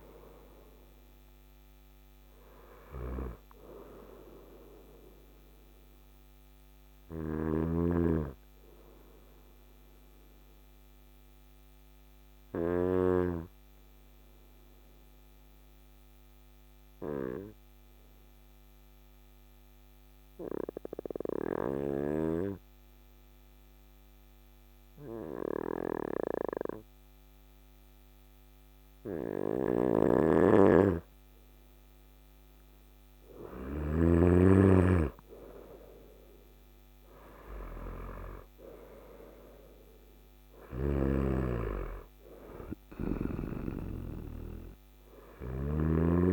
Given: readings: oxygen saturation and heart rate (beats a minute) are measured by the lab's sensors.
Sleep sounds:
breathing in sleep by a microphone on the trachea; 1
0.00-21.00 s: oxygen desaturation (device-marked, oxygen 98% before, 93% lowest, heart rate 54 before, 54 extreme)
5.00-31.50 s: obstructive apnea (oxygen 98% before, 93% lowest, heart rate 63 before, 54 extreme, up 9 after)
34.50-38.50 s: arousal
35.00-46.33 s: oxygen desaturation (device-marked, oxygen 99% before, 93% lowest, heart rate 56 before, 54 extreme)
40.00-45.00 s: snoring (device-marked)
From the record:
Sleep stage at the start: N2 (light sleep); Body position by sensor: on the front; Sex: male

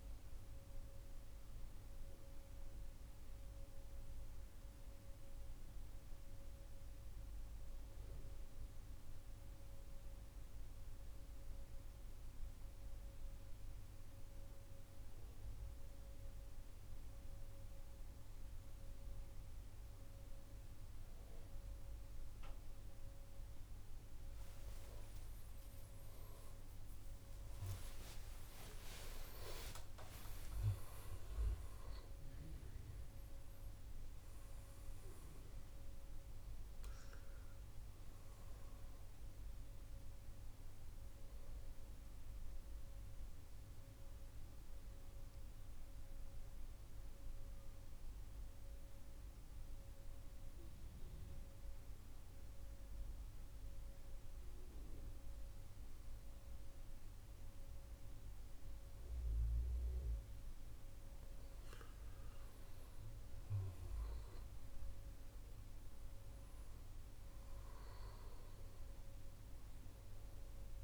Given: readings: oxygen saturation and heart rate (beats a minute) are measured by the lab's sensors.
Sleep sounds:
breathing in sleep by a room microphone; 2
0.00-6.50 s: oxygen desaturation (device-marked, oxygen 92% lowest, heart rate 73 extreme)
1.00-24.00 s: central apnea (oxygen 98% before, 93% lowest, heart rate 134 before, 96 extreme, up 60 after)
23.50-49.50 s: oxygen desaturation (device-marked, oxygen 99% before, 94% lowest)
25.00-31.00 s: arousal
42.00-62.00 s: mixed apnea (oxygen 99% before, 91% lowest)
63.00-67.50 s: arousal
From the record:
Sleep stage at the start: N2 (light sleep); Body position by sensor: on the right side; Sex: male

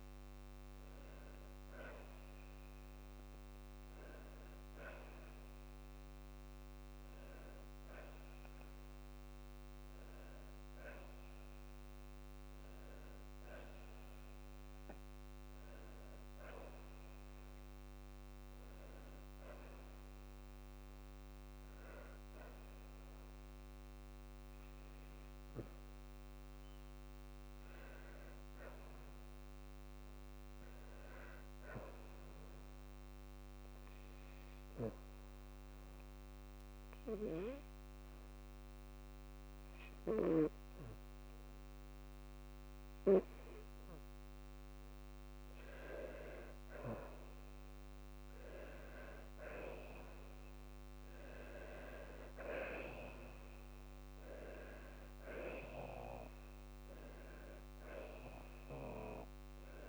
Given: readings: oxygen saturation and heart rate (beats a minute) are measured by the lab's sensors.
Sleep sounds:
breathing in sleep by a microphone on the trachea; 1
11.00-36.00 s: oxygen desaturation (device-marked, oxygen 98% before, 95% lowest, heart rate 55 before, 51 extreme)
34.50-44.50 s: obstructive apnea (oxygen 98% before, 93% lowest, heart rate 53 before, 53 extreme, up 4 after)
46.50-51.00 s: arousal
From the record:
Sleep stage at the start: N2 (light sleep); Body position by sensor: on the back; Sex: female

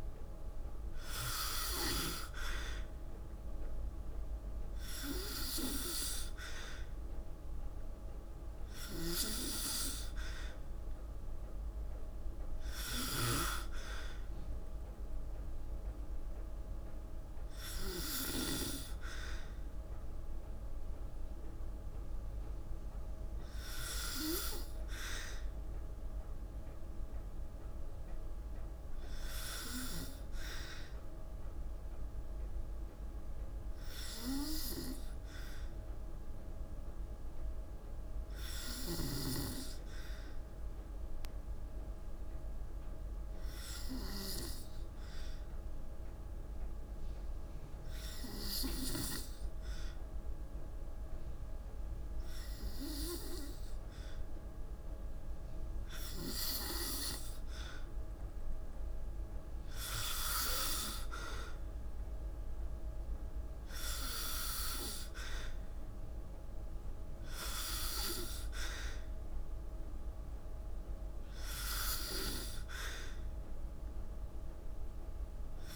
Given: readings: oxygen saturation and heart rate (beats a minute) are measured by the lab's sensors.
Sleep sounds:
breathing in sleep by a room microphone; 1
12.50-18.00 s: snoring (device-marked)
41.50-53.00 s: hypopnea (oxygen 95% before, 92% lowest, heart rate 54 before, 54 extreme, up 3 after)
55.50-59.00 s: arousal
From the record:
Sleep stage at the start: N2 (light sleep); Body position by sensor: on the back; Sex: female

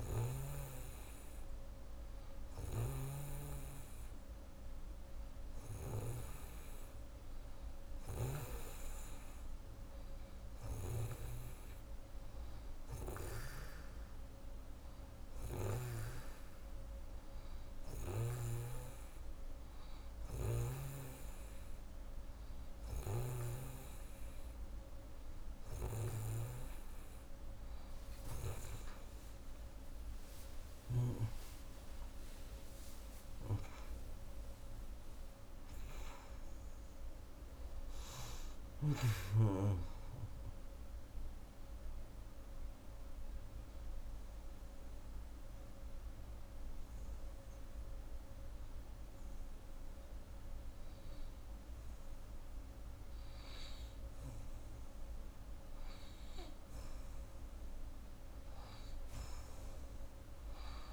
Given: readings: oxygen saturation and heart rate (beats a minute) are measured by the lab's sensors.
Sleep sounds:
breathing in sleep by a room microphone; 1
0.00-3.00 s: snoring (device-marked)
30.00-34.00 s: arousal
40.00-53.50 s: obstructive apnea (oxygen 90% before, 89% lowest)
56.50-60.00 s: arousal
From the record:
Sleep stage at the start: N2 (light sleep); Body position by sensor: on the right side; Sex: female

